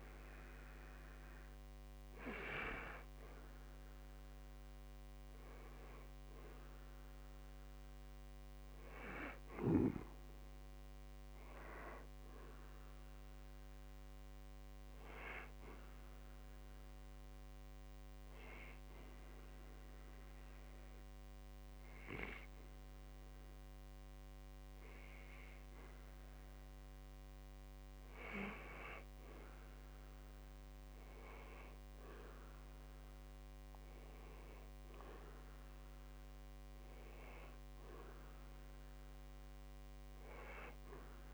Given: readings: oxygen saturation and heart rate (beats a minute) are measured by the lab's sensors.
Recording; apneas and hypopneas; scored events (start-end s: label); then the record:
breathing in sleep by a microphone on the trachea; 1
7.50-12.00 s: arousal
17.50-28.00 s: obstructive apnea (oxygen 95% before, 90% lowest, heart rate 57 before, 60 extreme, up 1 after)
29.50-34.00 s: arousal
33.50-41.33 s: oxygen desaturation (device-marked, oxygen 94% before, 90% lowest, heart rate 60 before, 50 extreme)
From the record:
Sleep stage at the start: N2 (light sleep); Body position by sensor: on the back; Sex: male